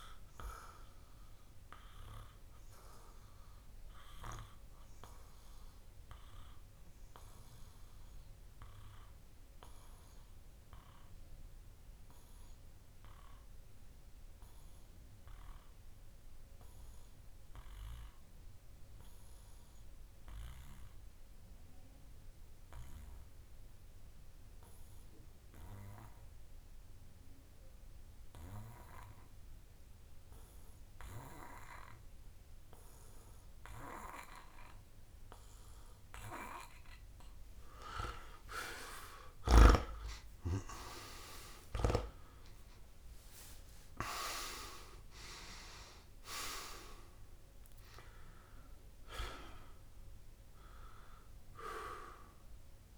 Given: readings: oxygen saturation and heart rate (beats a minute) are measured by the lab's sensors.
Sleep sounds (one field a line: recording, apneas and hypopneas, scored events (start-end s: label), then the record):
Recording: breathing in sleep by a room microphone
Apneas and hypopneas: 1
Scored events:
2.00-37.50 s: obstructive apnea (oxygen 99% before, 92% lowest)
12.00-20.00 s: oxygen desaturation (device-marked, oxygen 96% before, 93% lowest)
34.00-52.98 s: oxygen desaturation (device-marked, oxygen 99% before, 93% lowest)
40.00-43.50 s: arousal
From the record:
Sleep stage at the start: N2 (light sleep)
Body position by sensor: on the back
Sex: male